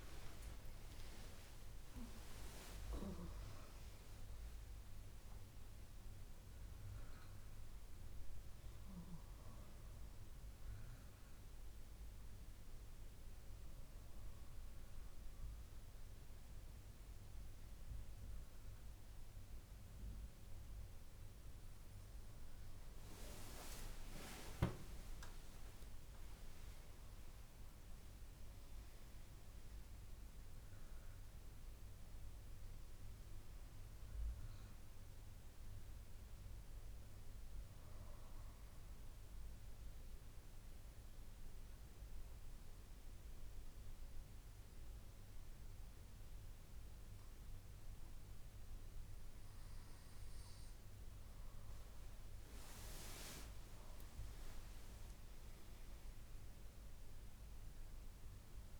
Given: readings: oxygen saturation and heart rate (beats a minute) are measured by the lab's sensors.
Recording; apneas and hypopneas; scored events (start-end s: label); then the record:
breathing in sleep by a room microphone; 2
0.50-5.50 s: arousal
2.00-9.00 s: oxygen desaturation (device-marked, oxygen 100% before, 97% lowest)
14.00-24.00 s: obstructive apnea (oxygen 100% before, 97% lowest)
25.00-30.50 s: arousal
40.00-51.00 s: obstructive apnea (oxygen 99% before, 95% lowest)
54.00-58.50 s: arousal
From the record:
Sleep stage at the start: N2 (light sleep); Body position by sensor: on the back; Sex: female